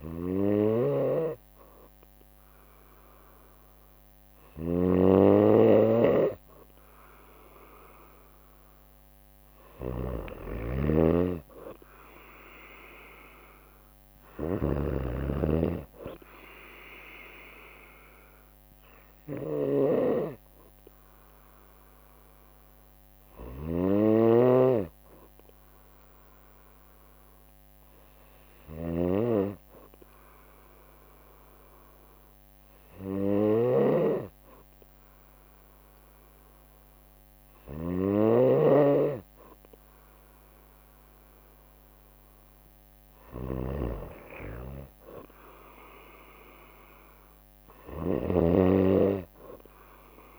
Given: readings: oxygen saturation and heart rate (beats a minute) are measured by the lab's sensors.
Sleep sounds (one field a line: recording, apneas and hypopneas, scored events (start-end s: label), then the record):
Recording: breathing in sleep by a microphone on the trachea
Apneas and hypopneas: 1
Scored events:
0.00-50.39 s: snoring (device-marked)
20.00-39.50 s: obstructive apnea (oxygen 95% before, 92% lowest, heart rate 63 before, 60 extreme, up 1 after)
31.00-50.39 s: new sleep stage, N2 (light sleep)
42.50-45.00 s: arousal
From the record:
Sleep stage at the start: N3 (deep sleep)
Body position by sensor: on the right side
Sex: female